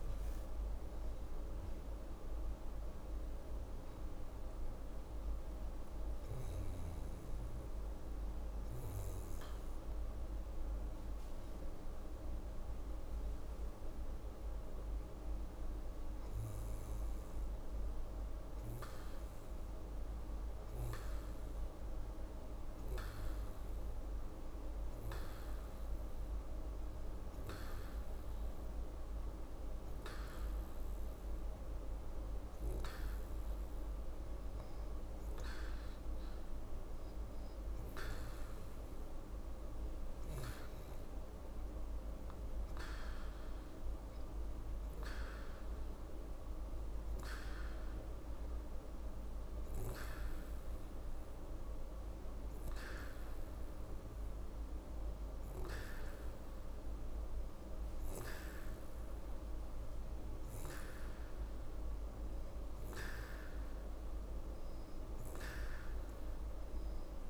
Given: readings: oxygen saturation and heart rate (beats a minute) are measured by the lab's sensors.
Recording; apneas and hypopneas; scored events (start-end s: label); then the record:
breathing in sleep, hard to hear, by a room microphone; 1
24.00-35.50 s: hypopnea (oxygen 93% before, 89% lowest, heart rate 127 before, 62 extreme)
36.50-41.00 s: arousal
From the record:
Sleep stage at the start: N2 (light sleep); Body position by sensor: on the right side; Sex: female